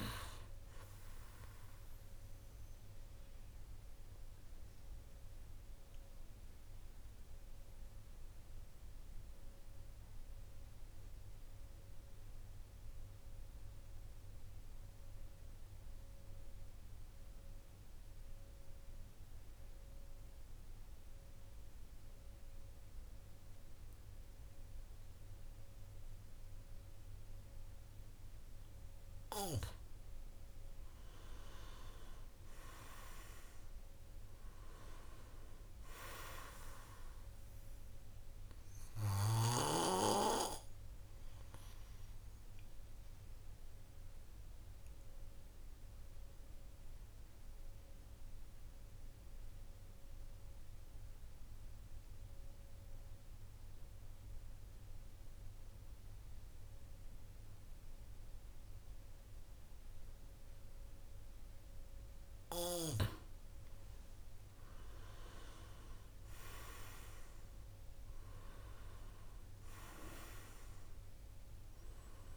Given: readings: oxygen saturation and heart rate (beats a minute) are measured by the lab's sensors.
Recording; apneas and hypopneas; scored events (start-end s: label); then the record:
breathing in sleep by a room microphone; 2
0.00-15.00 s: oxygen desaturation (device-marked, oxygen 90% lowest, heart rate 46 extreme)
3.50-29.00 s: obstructive apnea (oxygen 97% before, 90% lowest, heart rate 54 before, 46 extreme, up 9 after)
30.00-53.00 s: oxygen desaturation (device-marked, oxygen 99% before, 90% lowest, heart rate 49 before, 47 extreme)
31.00-34.50 s: arousal
40.00-61.50 s: obstructive apnea (oxygen 99% before, 90% lowest, heart rate 53 before, 47 extreme, up 12 after)
63.50-67.00 s: arousal
66.00-72.37 s: oxygen desaturation (device-marked, oxygen 99% before, 91% lowest, heart rate 50 before, 47 extreme)
From the record:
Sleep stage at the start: N2 (light sleep); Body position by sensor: on the back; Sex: male